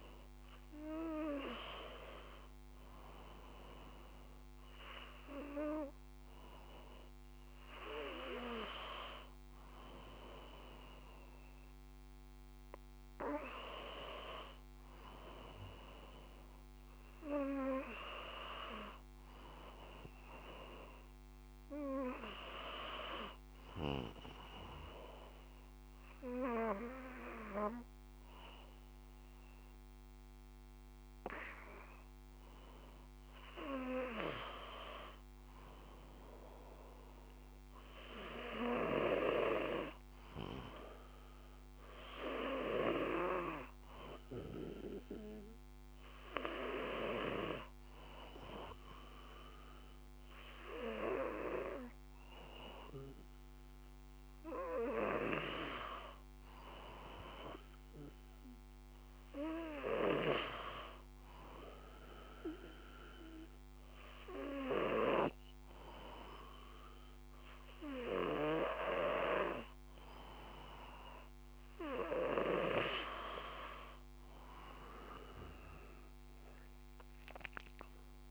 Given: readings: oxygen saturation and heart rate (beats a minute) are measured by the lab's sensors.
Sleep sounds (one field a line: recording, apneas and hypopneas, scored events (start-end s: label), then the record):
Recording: breathing in sleep by a microphone on the trachea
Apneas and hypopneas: 2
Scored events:
23.50-34.50 s: obstructive apnea (oxygen 95% before, 92% lowest, heart rate 55 before, 53 extreme, up 1 after)
38.00-41.00 s: arousal
60.50-71.50 s: obstructive apnea (oxygen 94% before, 92% lowest, heart rate 54 before, 53 extreme, up 3 after)
74.00-78.00 s: arousal
From the record:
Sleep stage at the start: N2 (light sleep)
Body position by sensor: on the back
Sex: male